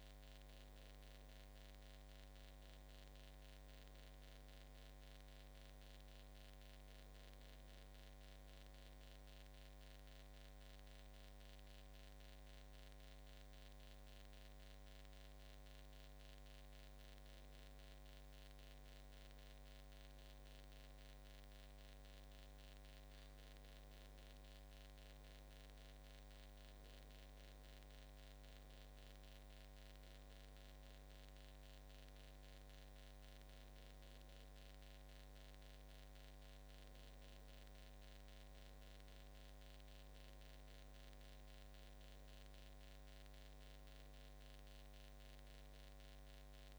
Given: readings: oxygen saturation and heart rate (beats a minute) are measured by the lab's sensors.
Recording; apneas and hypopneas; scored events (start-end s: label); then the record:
breathing in sleep, hard to hear, by a microphone on the trachea; none
none scored
From the record:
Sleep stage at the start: N2 (light sleep); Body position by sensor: on the back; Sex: male